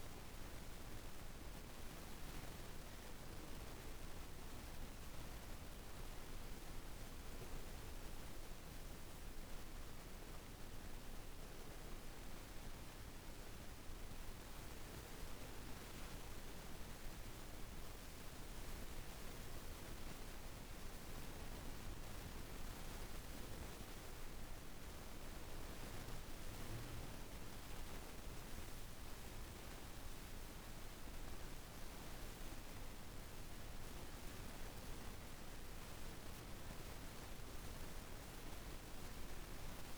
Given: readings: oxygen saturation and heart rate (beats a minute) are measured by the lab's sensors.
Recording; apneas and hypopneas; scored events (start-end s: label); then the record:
breathing in sleep, hard to hear, by a room microphone; none
none scored
From the record:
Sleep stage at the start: N1 (lightest sleep); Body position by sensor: on the back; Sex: female